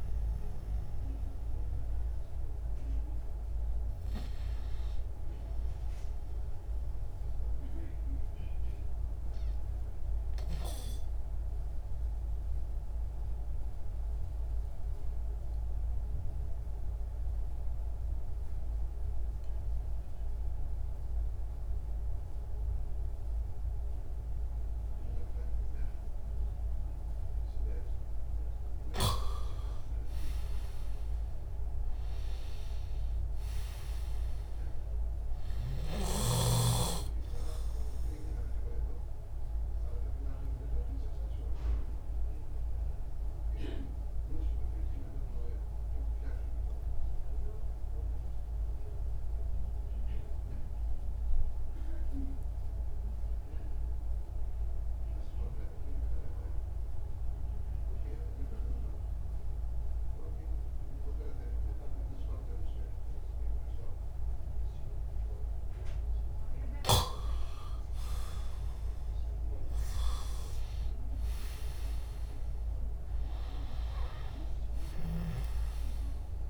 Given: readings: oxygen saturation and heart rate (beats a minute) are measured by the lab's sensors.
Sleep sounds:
breathing in sleep by a room microphone; 2
0.00-12.50 s: oxygen desaturation (device-marked, oxygen 92% lowest)
11.50-27.50 s: obstructive apnea (oxygen 97% before, 92% lowest)
29.00-33.00 s: arousal
33.50-56.50 s: oxygen desaturation (device-marked, oxygen 99% before, 92% lowest)
37.50-65.50 s: obstructive apnea (oxygen 100% before, 91% lowest)
68.00-71.00 s: arousal
71.50-76.50 s: oxygen desaturation (device-marked, oxygen 98% before, 91% lowest)
From the record:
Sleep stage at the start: N2 (light sleep); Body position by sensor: on the back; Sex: male

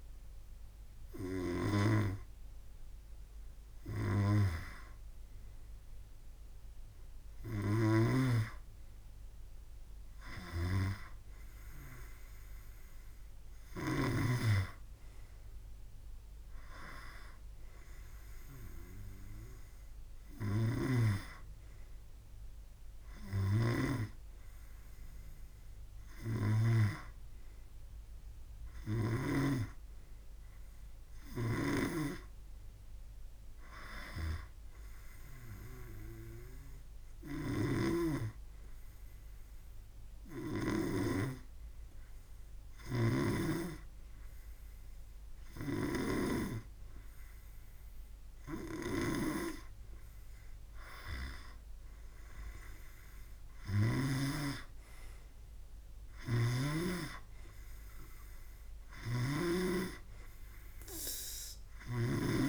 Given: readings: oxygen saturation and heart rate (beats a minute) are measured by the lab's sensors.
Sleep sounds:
breathing in sleep by a room microphone; 1
10.50-14.50 s: snoring (device-marked)
20.50-27.00 s: snoring (device-marked)
31.50-41.50 s: snoring (device-marked)
37.00-48.00 s: obstructive apnea (oxygen 99% before, 94% lowest, heart rate 66 before, 63 extreme, up 5 after)
46.00-54.50 s: snoring (device-marked)
52.00-57.00 s: arousal
59.00-62.49 s: snoring (device-marked)
From the record:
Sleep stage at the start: N2 (light sleep); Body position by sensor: on the back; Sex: male

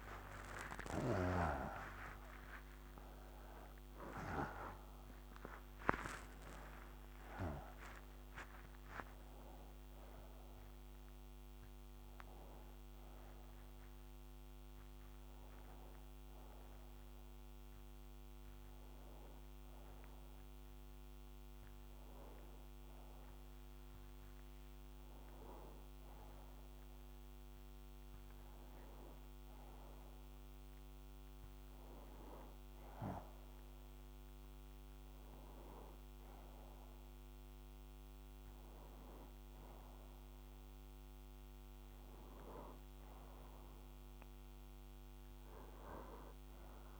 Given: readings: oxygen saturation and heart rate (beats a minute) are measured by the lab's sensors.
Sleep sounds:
a person partly awake in a sleep study, by a microphone on the trachea; none
5.00-47.00 s: new sleep stage, N1 (lightest sleep)
From the record:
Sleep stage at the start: awake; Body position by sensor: on the right side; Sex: male

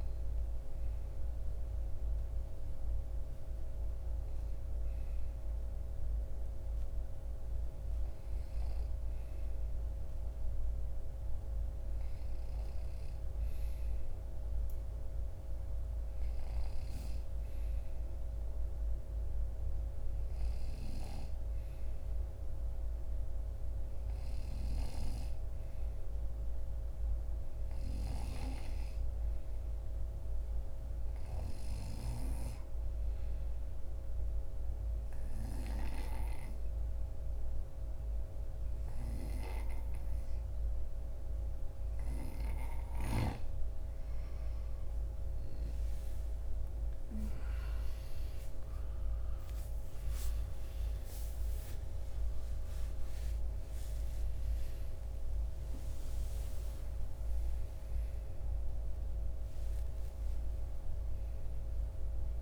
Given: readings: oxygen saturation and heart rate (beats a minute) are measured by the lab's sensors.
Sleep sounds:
breathing in sleep by a room microphone; 1
21.00-62.42 s: oxygen desaturation (device-marked, oxygen 97% before, 91% lowest, heart rate 54 before, 50 extreme)
28.50-41.50 s: obstructive apnea (oxygen 97% before, 91% lowest, heart rate 56 before, 58 extreme, up 8 after)
45.50-50.00 s: arousal
From the record:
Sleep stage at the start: N2 (light sleep); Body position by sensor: on the right side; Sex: male

